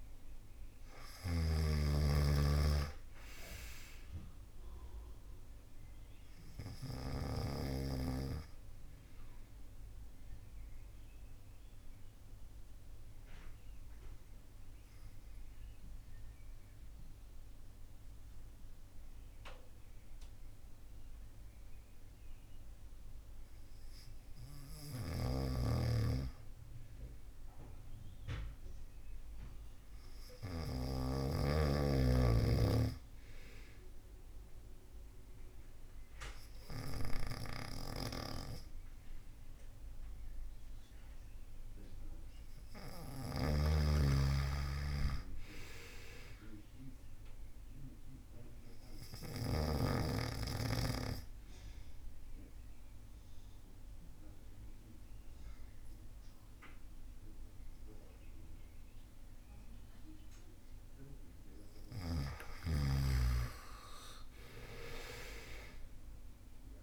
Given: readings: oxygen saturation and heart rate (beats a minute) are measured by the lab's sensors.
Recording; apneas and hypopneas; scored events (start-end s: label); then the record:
breathing in sleep by a room microphone; 2
0.00-1.00 s: arousal
0.00-27.50 s: oxygen desaturation (device-marked, oxygen 87% lowest)
9.00-25.00 s: obstructive apnea (oxygen 98% before, 87% lowest)
24.50-31.00 s: snoring (device-marked)
30.50-35.50 s: arousal
48.00-59.50 s: obstructive apnea (oxygen 98% before, 92% lowest)
49.50-66.83 s: oxygen desaturation (device-marked, oxygen 97% before, 92% lowest)
62.00-66.83 s: arousal
From the record:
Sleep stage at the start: N2 (light sleep); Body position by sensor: on the back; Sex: male